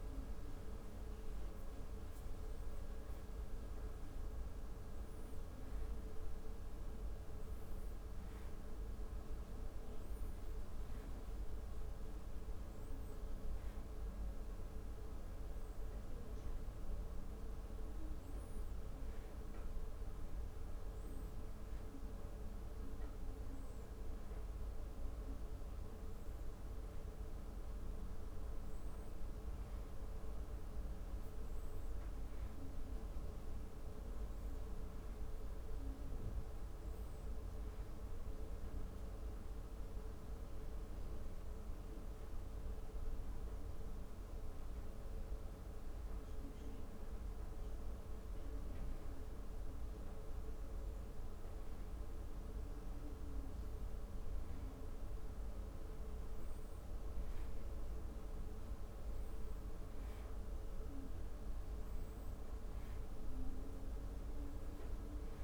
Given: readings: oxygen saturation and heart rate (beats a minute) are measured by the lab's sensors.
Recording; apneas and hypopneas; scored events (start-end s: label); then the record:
breathing in sleep, hard to hear, by a room microphone; none
none scored
From the record:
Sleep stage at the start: N2 (light sleep); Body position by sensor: on the back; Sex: male